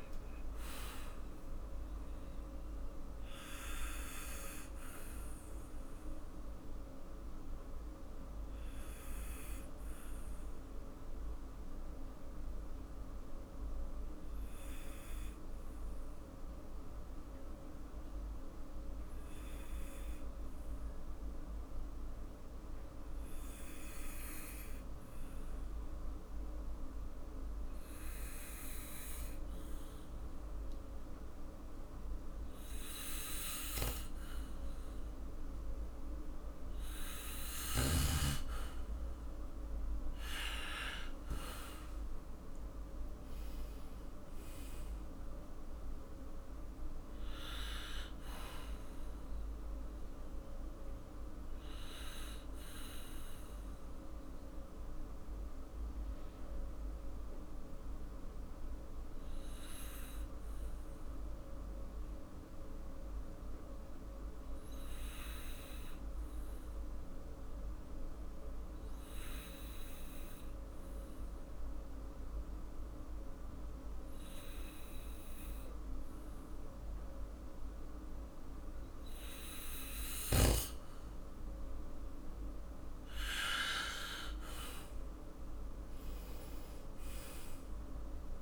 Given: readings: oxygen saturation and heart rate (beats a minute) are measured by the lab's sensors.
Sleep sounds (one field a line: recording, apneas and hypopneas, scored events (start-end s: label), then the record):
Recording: breathing in sleep by a room microphone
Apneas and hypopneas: 2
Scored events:
4.00-36.00 s: obstructive apnea (oxygen 99% before, 96% lowest, heart rate 55 before, 52 extreme, up 8 after)
39.00-43.00 s: arousal
49.50-81.00 s: obstructive apnea (oxygen 99% before, 96% lowest, heart rate 57 before, 51 extreme, up 5 after)
82.50-87.00 s: arousal
From the record:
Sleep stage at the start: N2 (light sleep)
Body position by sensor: on the back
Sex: male